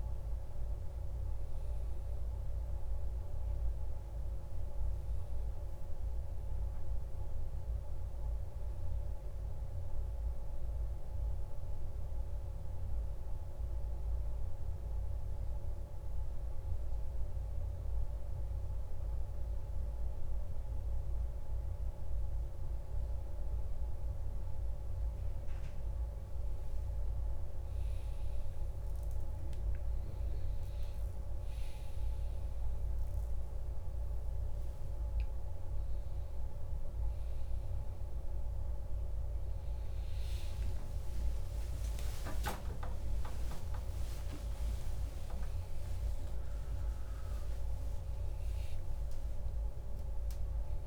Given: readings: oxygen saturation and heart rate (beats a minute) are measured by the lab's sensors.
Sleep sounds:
a person partly awake in a sleep study, hard to hear, by a room microphone; 1
10.50-24.50 s: obstructive apnea (oxygen 97% before, 95% lowest, heart rate 56 before, 52 extreme, up 2 after)
35.50-50.87 s: new sleep stage, awake
From the record:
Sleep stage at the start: N2 (light sleep); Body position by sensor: on the back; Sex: male

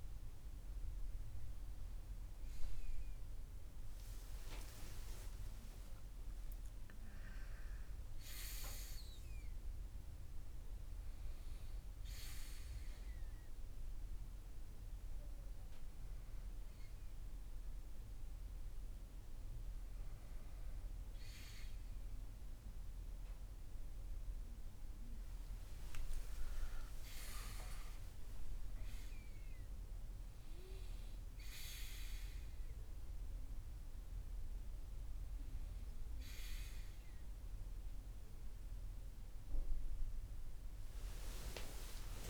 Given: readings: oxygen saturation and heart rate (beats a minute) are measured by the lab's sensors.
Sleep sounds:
a person awake in a sleep study, by a room microphone; none
none scored
From the record:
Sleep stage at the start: awake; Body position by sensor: on the right side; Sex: male

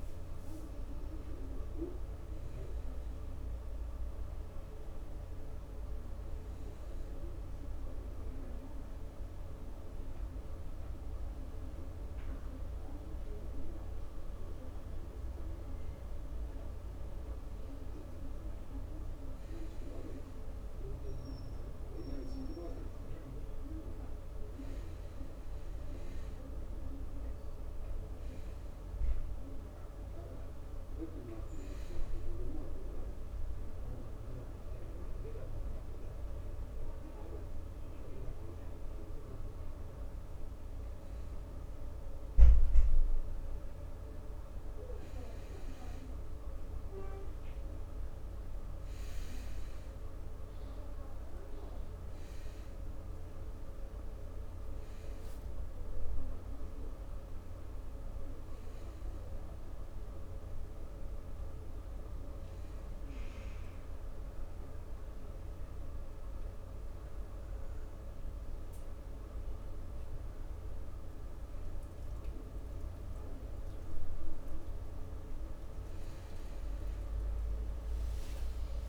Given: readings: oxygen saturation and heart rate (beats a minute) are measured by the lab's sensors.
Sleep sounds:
breathing in sleep by a room microphone; 2
7.50-18.00 s: hypopnea (oxygen 96% before, 93% lowest, heart rate 31 before, 29 extreme, up 39 after)
20.50-24.00 s: arousal
33.50-46.00 s: hypopnea (oxygen 96% before, 93% lowest, heart rate 48 before, 35 extreme, up 1 after)
48.50-52.00 s: arousal
From the record:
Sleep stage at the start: N2 (light sleep); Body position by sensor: on the front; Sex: male

